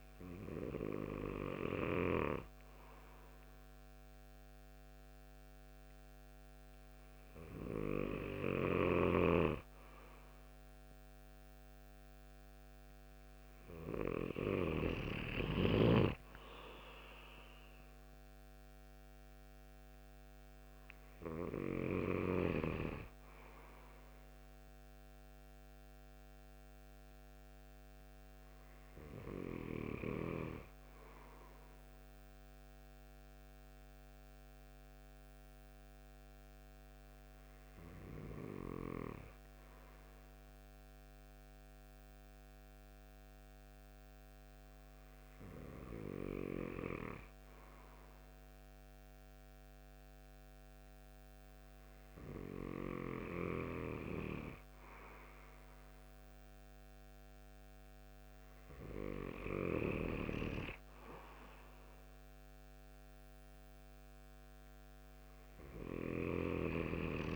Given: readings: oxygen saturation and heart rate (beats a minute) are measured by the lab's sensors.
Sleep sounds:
breathing in sleep by a microphone on the trachea; none
8.50-14.50 s: snoring (device-marked)
23.50-33.50 s: oxygen desaturation (device-marked, oxygen 95% before, 92% lowest)
From the record:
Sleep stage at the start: N2 (light sleep); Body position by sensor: on the right side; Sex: male

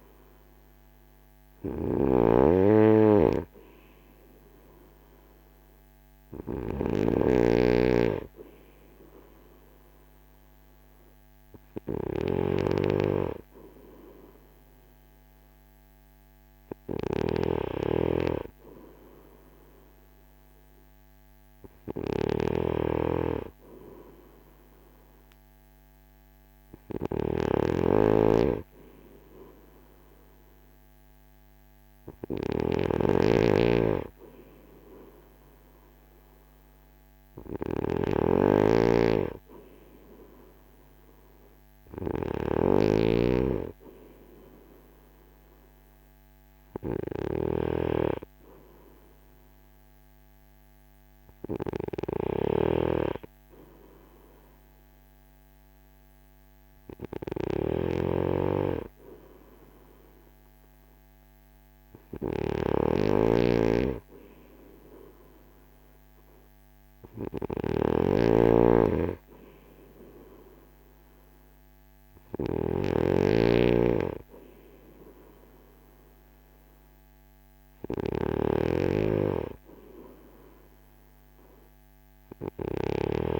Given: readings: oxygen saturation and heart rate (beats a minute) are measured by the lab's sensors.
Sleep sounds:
breathing in sleep by a microphone on the trachea; none
0.00-83.00 s: snoring (device-marked)
From the record:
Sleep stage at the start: N2 (light sleep); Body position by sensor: on the front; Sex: male

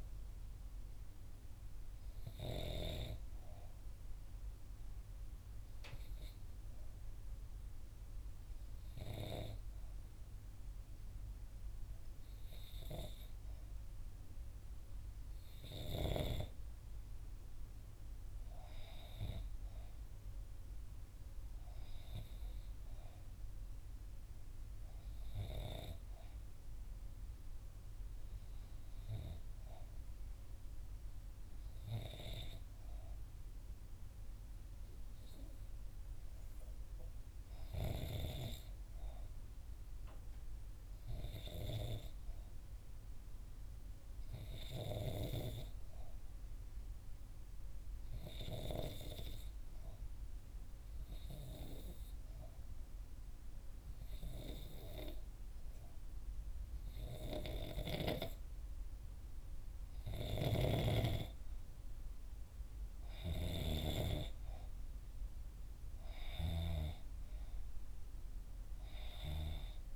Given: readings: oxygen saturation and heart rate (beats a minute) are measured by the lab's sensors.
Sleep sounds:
breathing in sleep by a room microphone; 2
0.00-8.00 s: oxygen desaturation (device-marked, oxygen 88% lowest, heart rate 59 extreme)
2.50-15.00 s: hypopnea (oxygen 93% before, 89% lowest, heart rate 61 before, 60 extreme, up 3 after)
17.00-21.00 s: arousal
47.00-61.00 s: obstructive apnea (oxygen 94% before, 88% lowest, heart rate 61 before, 60 extreme, up 3 after)
64.00-67.50 s: arousal
67.00-69.96 s: oxygen desaturation (device-marked, oxygen 93% before, 88% lowest, heart rate 61 before, 60 extreme)
From the record:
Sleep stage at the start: N2 (light sleep); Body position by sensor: on the right side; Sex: female

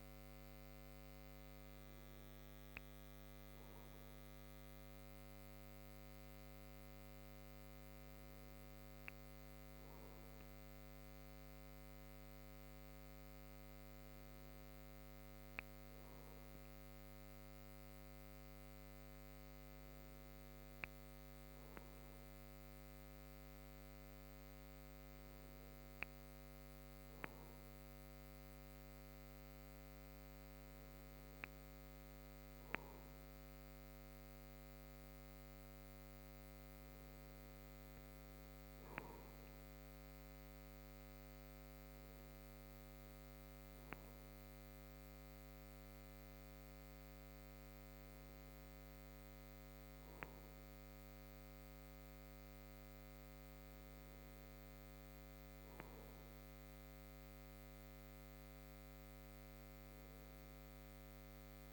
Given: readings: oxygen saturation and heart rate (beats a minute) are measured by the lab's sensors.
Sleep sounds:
breathing in sleep, hard to hear, by a microphone on the trachea; none
none scored
From the record:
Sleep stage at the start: N3 (deep sleep); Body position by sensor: on the back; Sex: male

